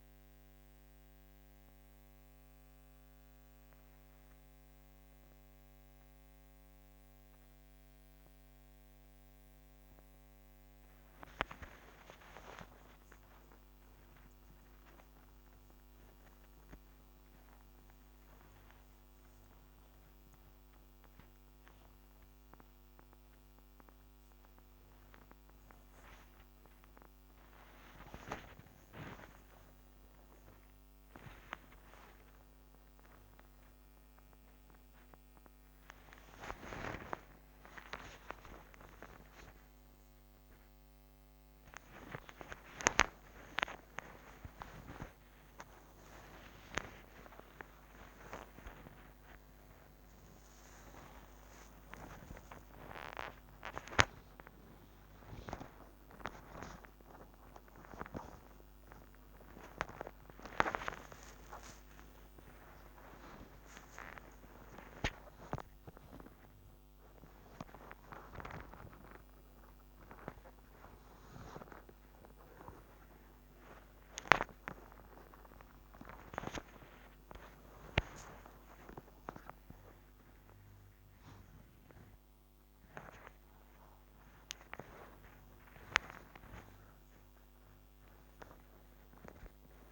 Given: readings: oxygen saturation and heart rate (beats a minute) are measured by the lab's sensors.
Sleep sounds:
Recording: a person awake in a sleep study, by a microphone on the trachea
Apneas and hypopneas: none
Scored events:
9.00-89.92 s: new sleep stage, awake
From the record:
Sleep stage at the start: N1 (lightest sleep)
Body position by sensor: on the back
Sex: female

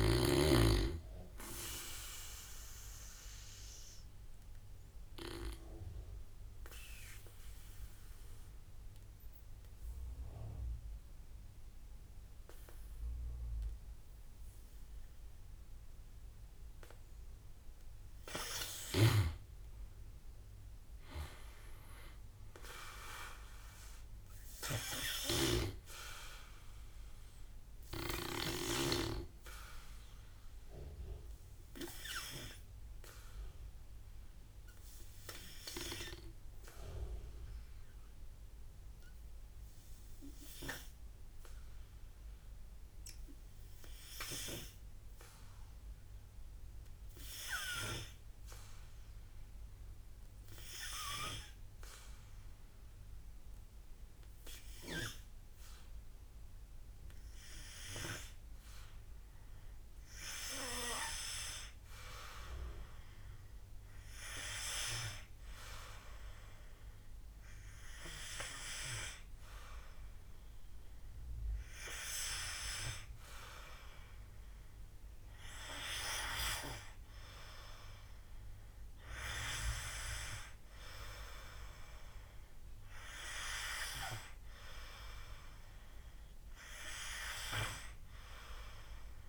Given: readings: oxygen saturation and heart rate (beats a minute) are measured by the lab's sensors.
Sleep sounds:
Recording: breathing in sleep by a room microphone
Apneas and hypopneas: 1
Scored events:
1.50-16.50 s: obstructive apnea (oxygen 93% before, 90% lowest, heart rate 63 before, 50 extreme, up 14 after)
19.50-22.50 s: arousal
20.50-31.50 s: drop in pulse transit time (device-marked, heart rate 54 before, 52 extreme)
23.50-44.50 s: oxygen desaturation (device-marked, oxygen 98% before, 90% lowest, heart rate 55 before, 52 extreme)
24.50-28.00 s: snoring (device-marked)
From the record:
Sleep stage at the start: N2 (light sleep)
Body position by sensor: on the back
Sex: male

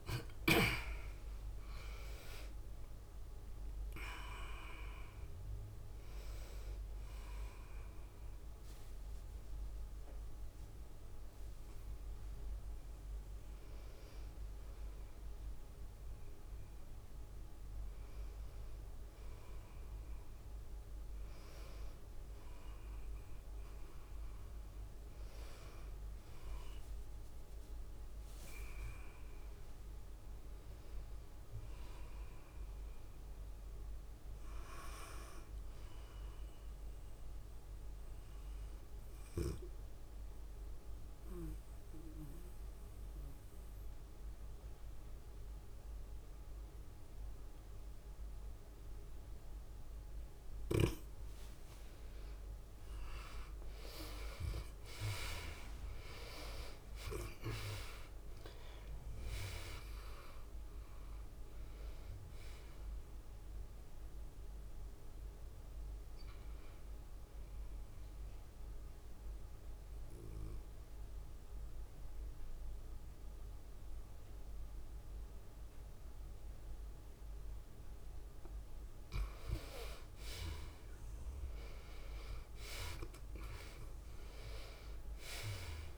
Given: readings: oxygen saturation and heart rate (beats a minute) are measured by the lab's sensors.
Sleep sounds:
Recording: a person partly awake in a sleep study, by a room microphone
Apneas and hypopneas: 2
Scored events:
0.00-1.50 s: long interval between heartbeats (device-marked, heart rate 134 extreme)
0.00-43.50 s: tachycardia (device-marked, heart rate 180 extreme)
12.50-14.50 s: long interval between heartbeats (device-marked, heart rate 136 before, 116 extreme)
15.50-85.98 s: new sleep stage, N2 (light sleep)
17.00-19.00 s: long interval between heartbeats (device-marked, heart rate 130 before, 124 extreme)
21.00-23.00 s: long interval between heartbeats (device-marked, heart rate 123 before, 129 extreme)
22.50-40.50 s: drop in pulse transit time (device-marked, heart rate 123 before, 109 extreme)
27.00-29.00 s: long interval between heartbeats (device-marked, heart rate 121 before, 117 extreme)
29.50-31.50 s: long interval between heartbeats (device-marked, heart rate 120 before, 131 extreme)
30.50-77.50 s: oxygen desaturation (device-marked, oxygen 98% before, 79% lowest, heart rate 120 before, 99 extreme)
35.50-37.50 s: long interval between heartbeats (device-marked, heart rate 123 before, 113 extreme)
37.50-39.50 s: long interval between heartbeats (device-marked, heart rate 123 before, 131 extreme)
42.00-52.50 s: obstructive apnea (oxygen 98% before, 79% lowest, heart rate 125 before, 99 extreme, up 4 after)
53.50-85.98 s: tachycardia (device-marked, heart rate 106 before, 129 extreme)
55.50-59.00 s: arousal
57.50-72.50 s: drop in pulse transit time (device-marked, heart rate 108 before, 101 extreme)
69.50-80.00 s: obstructive apnea (oxygen 93% before, 79% lowest, heart rate 103 before, 99 extreme, up 6 after)
71.50-73.50 s: long interval between heartbeats (device-marked, heart rate 103 before, 112 extreme)
73.50-75.50 s: long interval between heartbeats (device-marked, heart rate 104 before, 119 extreme)
77.00-79.00 s: long interval between heartbeats (device-marked, heart rate 107 before, 127 extreme)
82.50-85.98 s: arousal
From the record:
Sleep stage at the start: awake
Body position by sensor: on the back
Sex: female

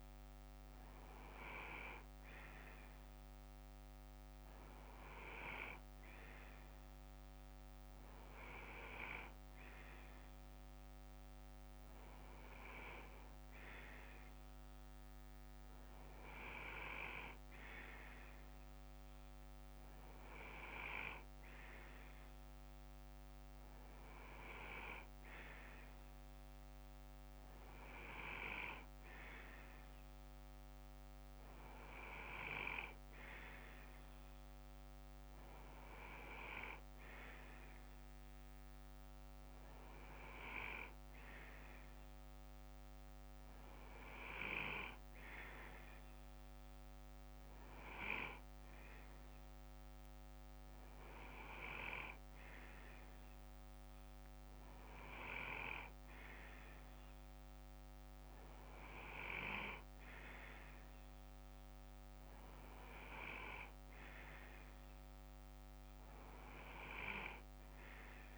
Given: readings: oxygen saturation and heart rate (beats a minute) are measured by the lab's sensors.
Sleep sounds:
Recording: breathing in sleep by a microphone on the trachea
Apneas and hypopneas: none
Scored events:
2.50-5.50 s: bradycardia (device-marked, heart rate 61 before, 60 extreme)
20.50-26.50 s: bradycardia (device-marked, heart rate 61 before, 58 extreme)
37.50-39.50 s: bradycardia (device-marked, heart rate 61 before, 57 extreme)
50.50-58.50 s: bradycardia (device-marked, heart rate 61 before, 56 extreme)
From the record:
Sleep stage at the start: N2 (light sleep)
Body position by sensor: on the left side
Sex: male

